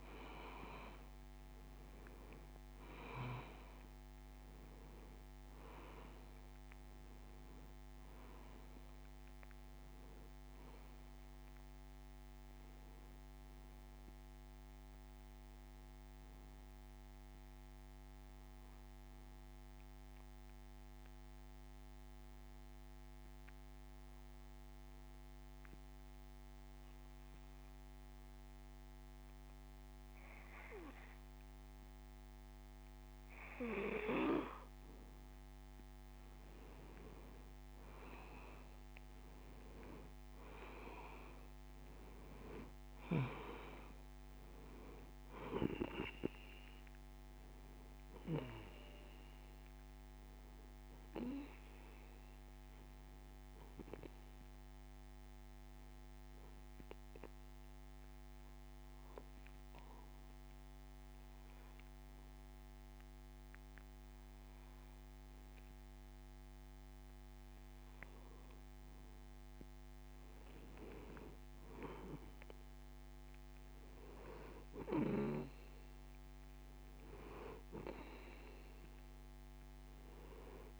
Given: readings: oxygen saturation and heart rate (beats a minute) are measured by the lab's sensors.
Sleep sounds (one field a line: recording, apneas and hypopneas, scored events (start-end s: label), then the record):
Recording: breathing in sleep by a microphone on the trachea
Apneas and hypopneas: 2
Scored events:
0.00-2.50 s: arousal
0.00-26.00 s: oxygen desaturation (device-marked, oxygen 97% before, 92% lowest)
18.00-34.50 s: obstructive apnea (oxygen 97% before, 92% lowest)
37.00-41.00 s: arousal
40.00-50.00 s: oxygen desaturation (device-marked, oxygen 97% before, 93% lowest)
55.00-67.00 s: obstructive apnea (oxygen 97% before, 92% lowest)
70.00-74.00 s: arousal
From the record:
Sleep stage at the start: N2 (light sleep)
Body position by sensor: on the back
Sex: male